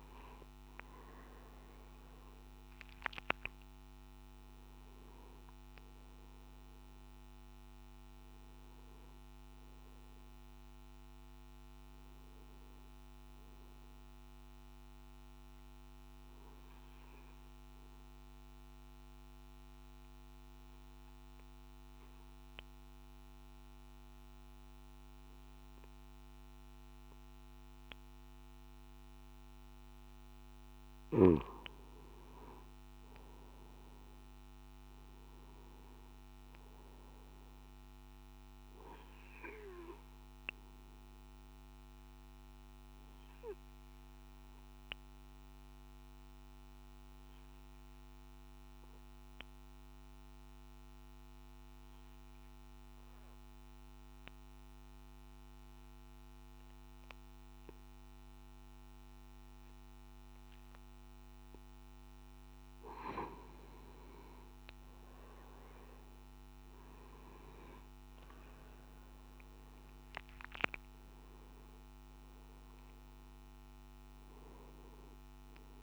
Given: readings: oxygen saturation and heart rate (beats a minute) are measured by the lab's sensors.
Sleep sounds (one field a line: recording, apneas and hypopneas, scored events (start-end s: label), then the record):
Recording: breathing in sleep by a microphone on the trachea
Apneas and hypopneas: 2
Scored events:
0.00-29.00 s: oxygen desaturation (device-marked, oxygen 90% lowest, heart rate 52 extreme)
17.00-29.50 s: obstructive apnea (oxygen 97% before, 89% lowest, heart rate 64 before, 52 extreme, up 7 after)
40.00-57.00 s: oxygen desaturation (device-marked, oxygen 98% before, 94% lowest, heart rate 56 before, 52 extreme)
43.00-62.00 s: obstructive apnea (oxygen 98% before, 89% lowest, heart rate 57 before, 53 extreme, up 12 after)
64.00-75.83 s: oxygen desaturation (device-marked, oxygen 97% before, 89% lowest, heart rate 54 before, 53 extreme)
From the record:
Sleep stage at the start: N3 (deep sleep)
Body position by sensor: on the back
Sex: male